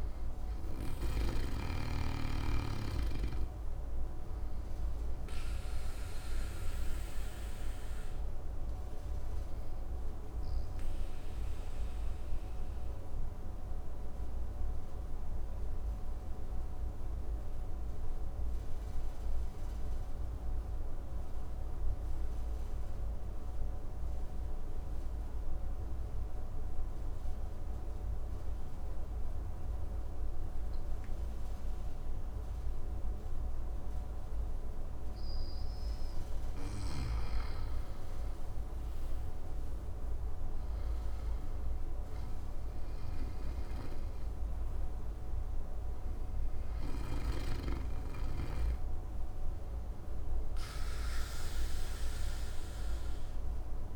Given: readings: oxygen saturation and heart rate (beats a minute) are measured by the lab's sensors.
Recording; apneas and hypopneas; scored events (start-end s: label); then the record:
breathing in sleep by a room microphone; 1
0.00-17.50 s: oxygen desaturation (device-marked, oxygen 90% lowest, heart rate 52 extreme)
11.50-35.50 s: obstructive apnea (oxygen 97% before, 90% lowest, heart rate 61 before, 52 extreme, up 9 after)
32.50-53.96 s: oxygen desaturation (device-marked, oxygen 99% before, 92% lowest, heart rate 54 before, 53 extreme)
37.50-43.00 s: arousal
42.50-46.00 s: snoring (device-marked)
From the record:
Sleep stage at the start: N2 (light sleep); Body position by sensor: on the back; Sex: male